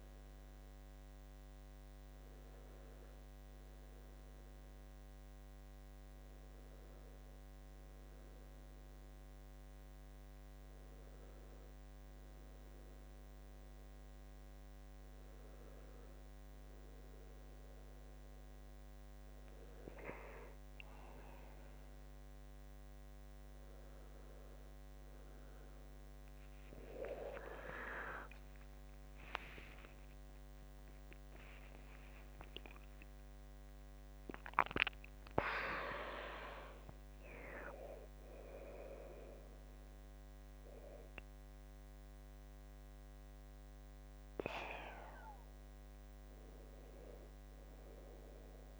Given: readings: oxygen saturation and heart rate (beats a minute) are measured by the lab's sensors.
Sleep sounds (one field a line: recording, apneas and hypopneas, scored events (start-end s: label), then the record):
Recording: breathing in sleep by a microphone on the trachea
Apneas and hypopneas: 1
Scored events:
2.50-18.50 s: obstructive apnea (oxygen 95% before, 93% lowest, heart rate 88 before, 73 extreme, up 0 after)
27.00-31.00 s: arousal
29.50-31.50 s: long interval between heartbeats (device-marked, heart rate 75 before, 82 extreme)
34.00-36.00 s: long interval between heartbeats (device-marked, heart rate 76 before, 88 extreme)
36.00-38.00 s: long interval between heartbeats (device-marked, heart rate 77 before, 100 extreme)
From the record:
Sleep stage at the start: N2 (light sleep)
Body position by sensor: on the back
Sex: male